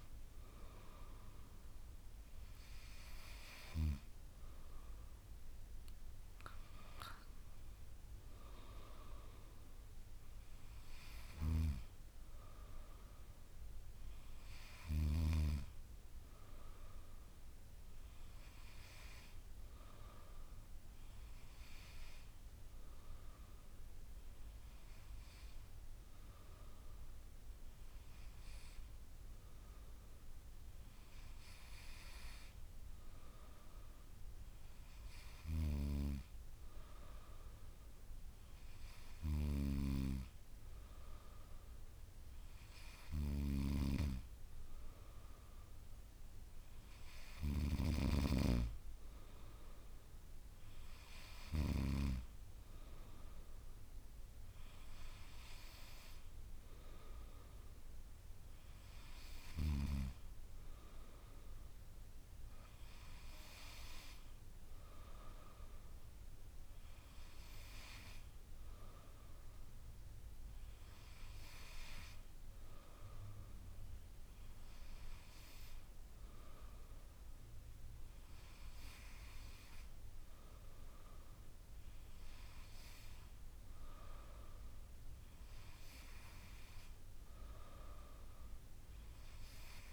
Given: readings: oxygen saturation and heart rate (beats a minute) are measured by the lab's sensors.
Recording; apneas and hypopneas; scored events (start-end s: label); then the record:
breathing in sleep by a room microphone; none
none scored
From the record:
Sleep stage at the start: N2 (light sleep); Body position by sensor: on the back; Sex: female